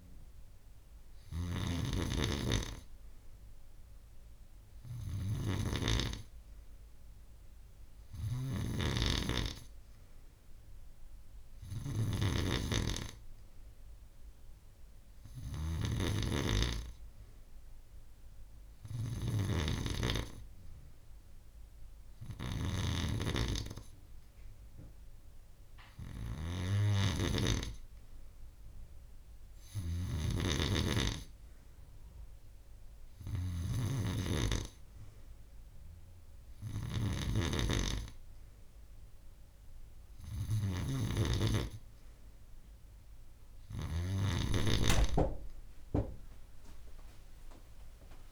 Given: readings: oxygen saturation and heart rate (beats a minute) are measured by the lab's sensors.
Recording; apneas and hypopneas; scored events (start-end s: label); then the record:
breathing in sleep by a room microphone; none
46.00-48.32 s: tachycardia (device-marked)
From the record:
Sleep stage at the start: N3 (deep sleep); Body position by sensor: on the back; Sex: female